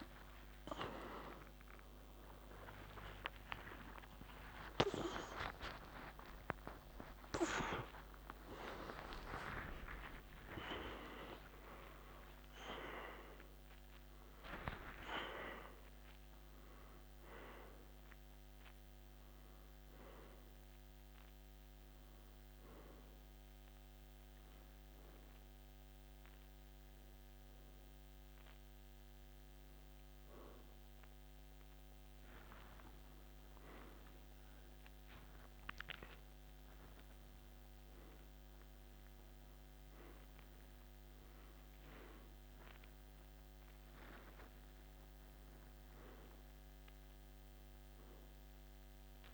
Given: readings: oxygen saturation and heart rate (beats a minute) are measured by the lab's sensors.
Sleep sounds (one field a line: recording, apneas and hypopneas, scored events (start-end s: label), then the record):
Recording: a person awake in a sleep study, by a microphone on the trachea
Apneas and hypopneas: none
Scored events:
0.00-6.00 s: oxygen desaturation (device-marked, oxygen 92% lowest, heart rate 57 extreme)
1.00-13.00 s: tachycardia (device-marked, heart rate 55 before, 176 extreme)
24.00-38.00 s: oxygen desaturation (device-marked, oxygen 93% before, 88% lowest, heart rate 116 before, 52 extreme)
From the record:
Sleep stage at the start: awake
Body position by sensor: on the back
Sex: male